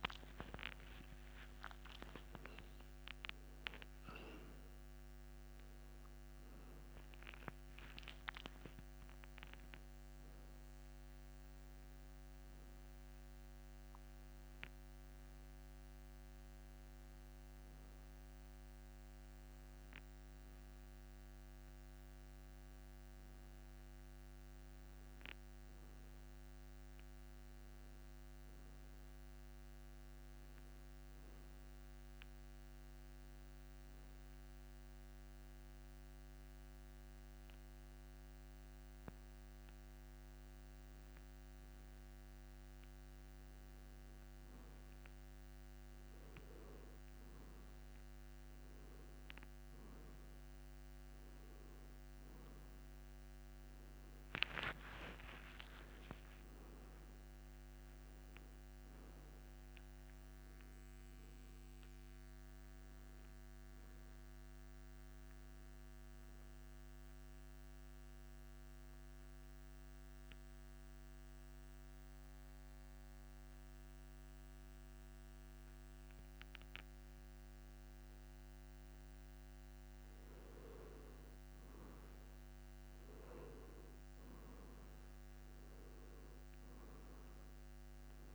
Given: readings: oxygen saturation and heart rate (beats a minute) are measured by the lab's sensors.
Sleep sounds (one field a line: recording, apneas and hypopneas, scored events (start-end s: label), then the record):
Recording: breathing in sleep by a microphone on the trachea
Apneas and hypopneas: 2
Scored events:
34.00-45.50 s: hypopnea (oxygen 95% before, 92% lowest)
51.50-55.50 s: arousal
70.00-81.50 s: obstructive apnea (oxygen 94% before, 92% lowest)
From the record:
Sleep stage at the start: N2 (light sleep)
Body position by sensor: on the back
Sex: male